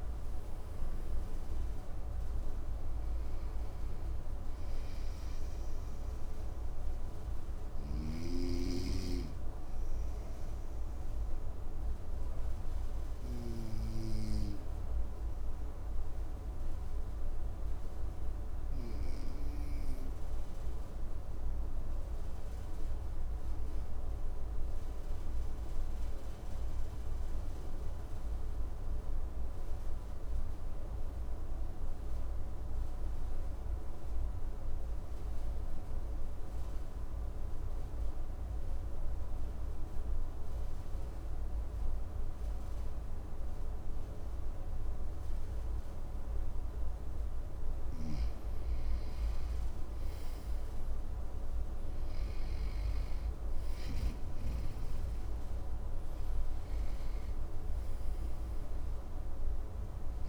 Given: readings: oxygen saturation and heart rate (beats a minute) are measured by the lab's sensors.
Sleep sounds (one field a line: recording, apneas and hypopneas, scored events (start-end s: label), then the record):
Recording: breathing in sleep, hard to hear, by a room microphone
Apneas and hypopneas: 1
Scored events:
0.00-21.00 s: oxygen desaturation (device-marked, oxygen 93% lowest, heart rate 54 extreme)
7.50-46.50 s: obstructive apnea (oxygen 98% before, 92% lowest, heart rate 62 before, 54 extreme, up 9 after)
37.00-56.00 s: oxygen desaturation (device-marked, oxygen 99% before, 93% lowest, heart rate 55 before, 54 extreme)
47.00-53.50 s: snoring (device-marked)
51.00-57.00 s: arousal
From the record:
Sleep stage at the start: N2 (light sleep)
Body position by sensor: on the right side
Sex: male